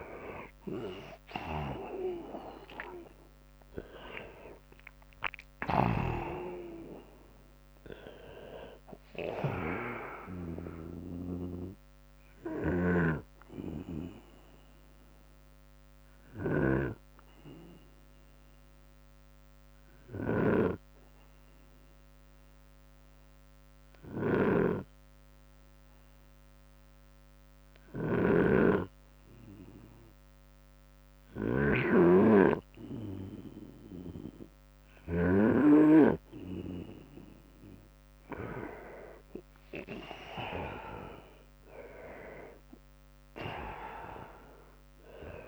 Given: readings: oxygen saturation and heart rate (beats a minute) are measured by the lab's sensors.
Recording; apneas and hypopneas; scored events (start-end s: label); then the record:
breathing in sleep by a microphone on the trachea; 1
1.50-14.50 s: drop in pulse transit time (device-marked, heart rate 74 before, 69 extreme)
2.50-14.50 s: oxygen desaturation (device-marked, oxygen 100% before, 96% lowest, heart rate 75 before, 65 extreme)
15.50-32.50 s: obstructive apnea (oxygen 100% before, 96% lowest, heart rate 75 before, 65 extreme, up 15 after)
23.50-34.50 s: snoring (device-marked)
31.00-33.00 s: long interval between heartbeats (device-marked, heart rate 71 before, 75 extreme)
37.50-41.50 s: arousal
43.50-45.48 s: drop in pulse transit time (device-marked, heart rate 74 before, 79 extreme)
From the record:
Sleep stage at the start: N2 (light sleep); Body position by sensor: on the right side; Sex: male